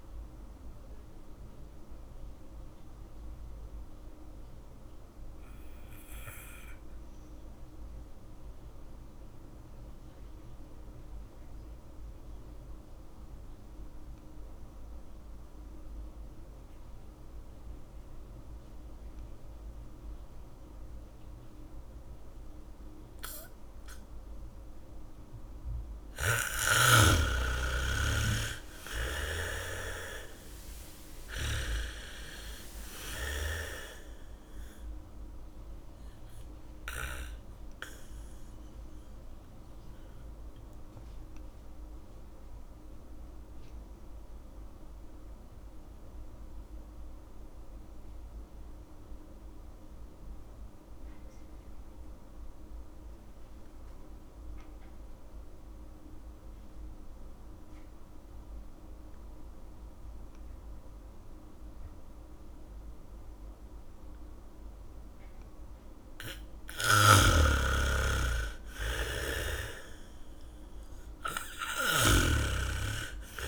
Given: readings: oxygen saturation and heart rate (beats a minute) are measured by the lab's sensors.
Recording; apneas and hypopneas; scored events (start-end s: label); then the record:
breathing in sleep by a room microphone; 2
0.00-7.00 s: oxygen desaturation (device-marked, oxygen 79% lowest, heart rate 45 extreme)
1.50-26.00 s: mixed apnea (oxygen 97% before, 77% lowest, heart rate 66 before, 55 extreme, up 17 after)
21.00-55.00 s: oxygen desaturation (device-marked, oxygen 98% before, 78% lowest, heart rate 74 before, 52 extreme)
22.00-28.00 s: bradycardia (device-marked, heart rate 73 before, 55 extreme)
28.00-33.00 s: arousal
39.50-66.00 s: mixed apnea (oxygen 99% before, 77% lowest, heart rate 67 before, 52 extreme, up 11 after)
62.00-69.00 s: bradycardia (device-marked, heart rate 73 before, 58 extreme)
62.00-73.48 s: oxygen desaturation (device-marked, oxygen 99% before, 77% lowest, heart rate 73 before, 52 extreme)
67.50-73.00 s: snoring (device-marked)
69.00-73.00 s: arousal
From the record:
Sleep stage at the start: N2 (light sleep); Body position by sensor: on the back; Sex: female